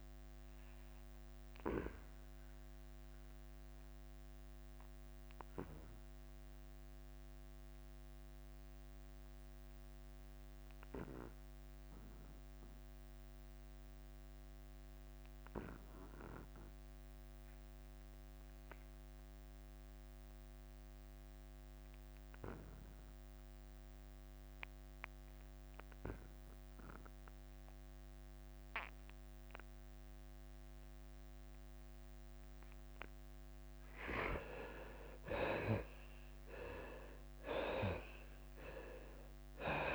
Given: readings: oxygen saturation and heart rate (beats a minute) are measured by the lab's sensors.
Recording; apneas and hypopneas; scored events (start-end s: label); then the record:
breathing in sleep by a microphone on the trachea; 1
0.00-5.00 s: drop in pulse transit time (device-marked, heart rate 92 extreme)
0.00-17.00 s: oxygen desaturation (device-marked, oxygen 74% lowest, heart rate 87 extreme)
1.00-35.00 s: obstructive apnea (oxygen 99% before, 72% lowest, heart rate 92 before, 87 extreme, up 7 after)
36.00-39.95 s: drop in pulse transit time (device-marked, heart rate 90 before, 93 extreme)
37.00-39.95 s: arousal
37.00-39.95 s: oxygen desaturation (device-marked, oxygen 95% before, 91% lowest, heart rate 90 before, 85 extreme)
From the record:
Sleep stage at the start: N2 (light sleep); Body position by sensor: on the back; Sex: male